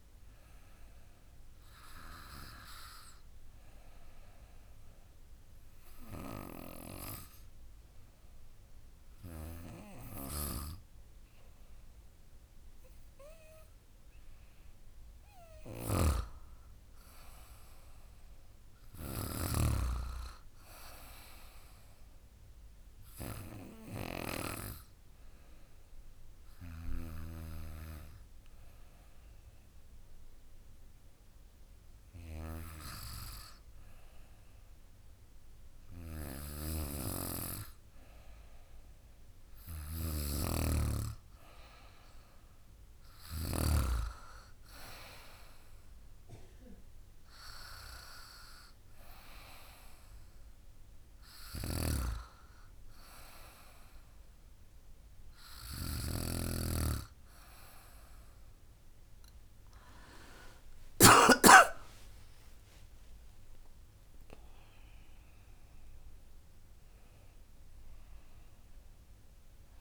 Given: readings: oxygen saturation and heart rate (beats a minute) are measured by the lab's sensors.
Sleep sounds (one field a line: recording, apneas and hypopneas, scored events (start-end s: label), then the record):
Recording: breathing in sleep by a room microphone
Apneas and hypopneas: 2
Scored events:
2.50-14.00 s: hypopnea (oxygen 97% before, 95% lowest, heart rate 56 before, 49 extreme, up 3 after)
15.00-19.50 s: snoring (device-marked)
15.50-19.50 s: arousal
23.00-35.50 s: hypopnea (oxygen 97% before, 95% lowest, heart rate 56 before, 49 extreme, up 7 after)
38.50-42.00 s: arousal
39.50-43.50 s: snoring (device-marked)
51.00-61.00 s: snoring (device-marked)
59.50-63.50 s: arousal
From the record:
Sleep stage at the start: N2 (light sleep)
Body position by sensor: on the back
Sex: female